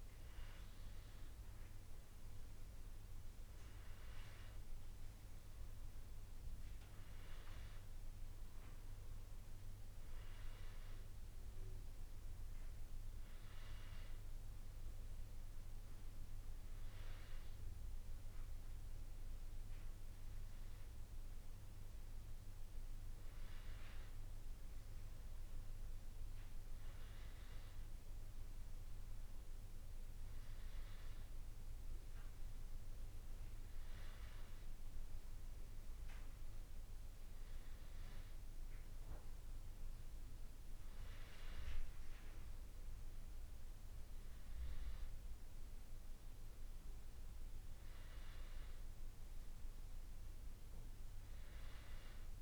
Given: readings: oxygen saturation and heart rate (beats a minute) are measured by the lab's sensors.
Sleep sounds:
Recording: breathing in sleep, hard to hear, by a room microphone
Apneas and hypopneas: none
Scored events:
11.50-14.50 s: arousal
From the record:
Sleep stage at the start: N2 (light sleep)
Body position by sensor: on the back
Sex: male

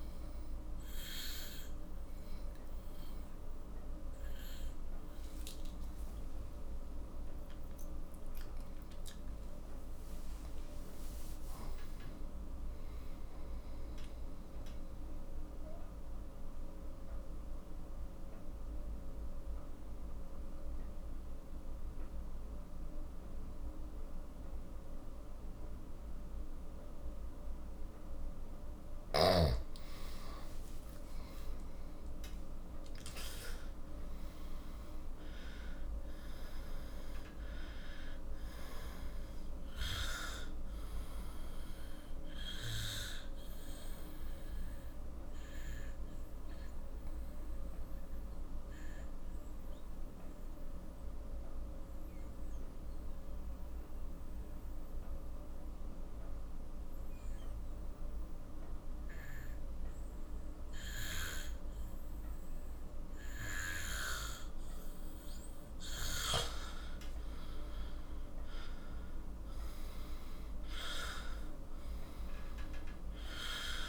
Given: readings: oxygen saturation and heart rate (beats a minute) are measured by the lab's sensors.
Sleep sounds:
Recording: breathing in sleep by a room microphone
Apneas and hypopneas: 2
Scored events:
8.00-12.50 s: arousal
16.50-28.50 s: obstructive apnea (oxygen 95% before, 89% lowest, heart rate 55 before, 42 extreme, up 14 after)
29.00-33.00 s: arousal
32.50-54.50 s: oxygen desaturation (device-marked, oxygen 98% before, 89% lowest, heart rate 54 before, 42 extreme)
44.00-66.00 s: obstructive apnea (oxygen 98% before, 89% lowest, heart rate 57 before, 42 extreme, up 15 after)
67.00-71.50 s: arousal
69.50-73.89 s: oxygen desaturation (device-marked, oxygen 97% before, 92% lowest, heart rate 47 before, 42 extreme)
From the record:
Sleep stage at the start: N2 (light sleep)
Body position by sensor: on the back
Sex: male

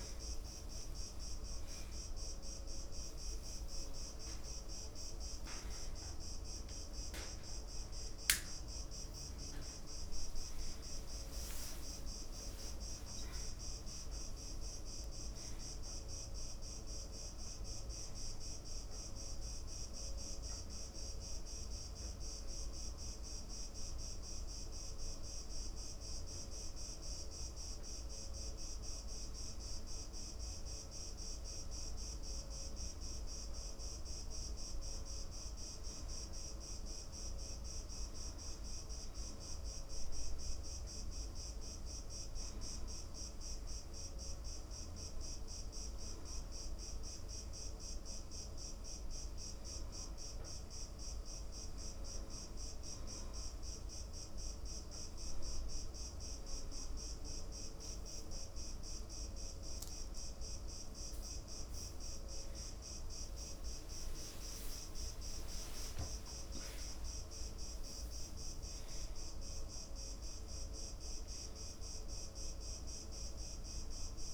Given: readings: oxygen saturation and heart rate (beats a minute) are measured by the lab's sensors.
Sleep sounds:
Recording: a person partly awake in a sleep study, hard to hear, by a room microphone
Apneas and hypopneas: none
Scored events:
10.50-74.34 s: new sleep stage, N1 (lightest sleep)
62.00-66.50 s: arousal
65.50-67.50 s: long interval between heartbeats (device-marked, heart rate 71 before, 88 extreme)
From the record:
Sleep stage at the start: awake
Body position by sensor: on the right side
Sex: male

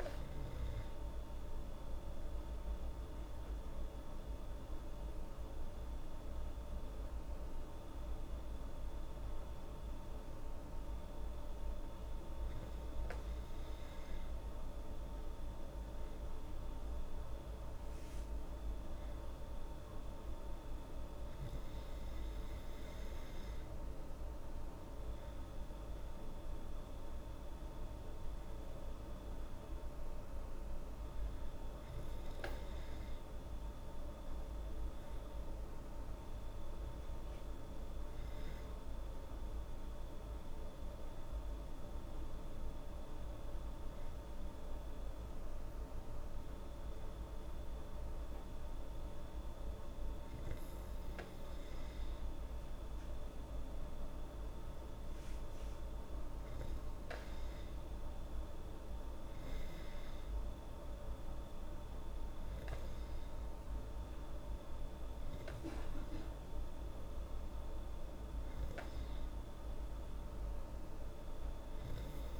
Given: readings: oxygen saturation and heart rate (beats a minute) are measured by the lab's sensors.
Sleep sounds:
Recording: breathing in sleep, hard to hear, by a room microphone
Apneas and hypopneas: none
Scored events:
none scored
From the record:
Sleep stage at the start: N2 (light sleep)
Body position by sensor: on the back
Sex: female

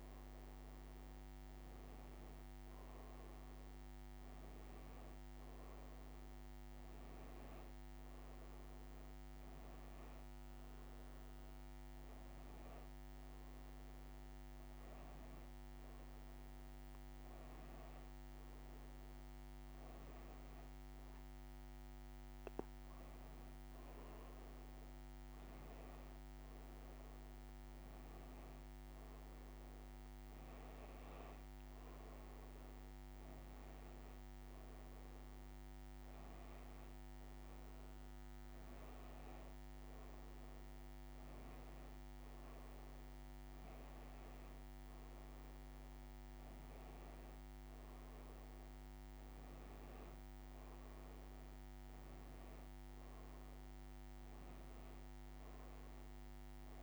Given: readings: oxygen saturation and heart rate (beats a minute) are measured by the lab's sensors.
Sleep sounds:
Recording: breathing in sleep, hard to hear, by a microphone on the trachea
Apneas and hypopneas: none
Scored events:
5.00-56.83 s: new sleep stage, N2 (light sleep)
From the record:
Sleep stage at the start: N1 (lightest sleep)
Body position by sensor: on the back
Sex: female

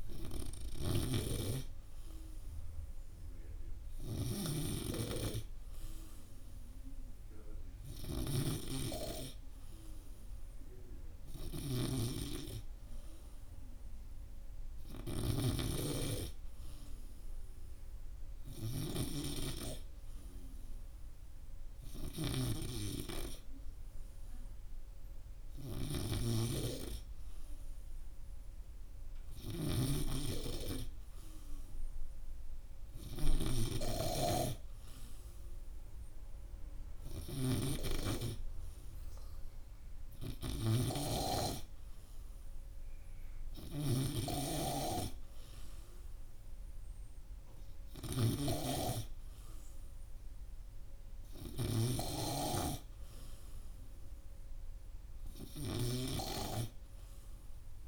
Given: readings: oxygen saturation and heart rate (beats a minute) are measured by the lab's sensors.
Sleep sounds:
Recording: breathing in sleep by a room microphone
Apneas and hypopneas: none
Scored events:
none scored
From the record:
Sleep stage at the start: N3 (deep sleep)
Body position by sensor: on the right side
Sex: male

